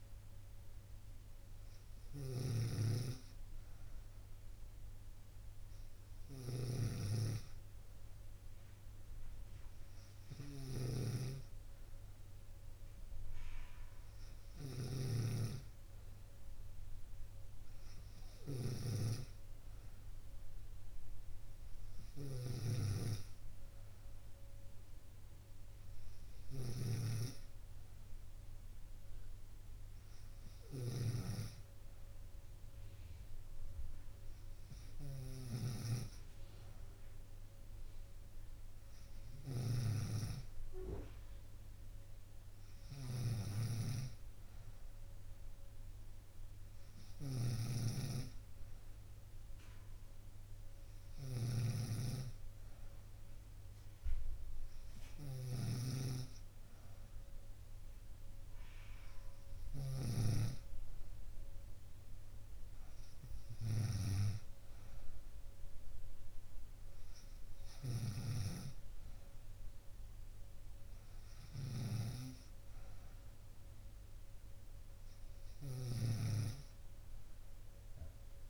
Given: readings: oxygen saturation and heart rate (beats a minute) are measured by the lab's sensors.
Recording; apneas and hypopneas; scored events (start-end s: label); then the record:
breathing in sleep by a room microphone; none
0.00-78.50 s: snoring (device-marked)
From the record:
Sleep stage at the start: N2 (light sleep); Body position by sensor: on the right side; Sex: female